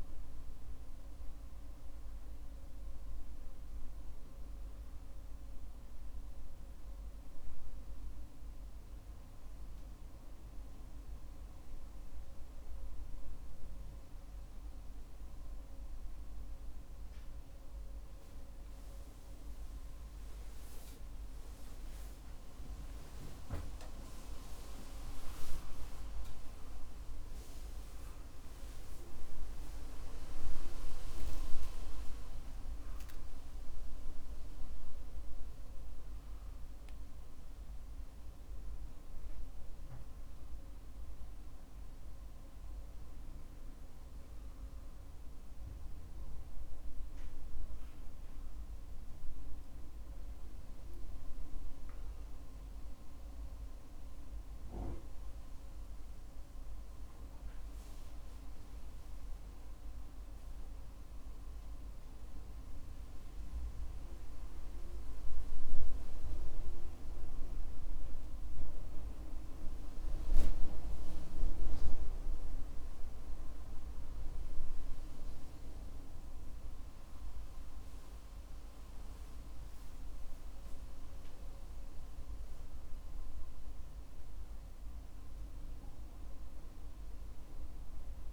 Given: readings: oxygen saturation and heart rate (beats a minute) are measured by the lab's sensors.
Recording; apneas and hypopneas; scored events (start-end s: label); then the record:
a person partly awake in a sleep study, by a room microphone; 1
31.50-88.33 s: new sleep stage, N1 (lightest sleep)
52.00-62.50 s: obstructive apnea (oxygen 96% before, 93% lowest, heart rate 66 before, 57 extreme, up 4 after)
65.00-69.50 s: arousal
From the record:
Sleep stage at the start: awake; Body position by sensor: on the back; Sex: male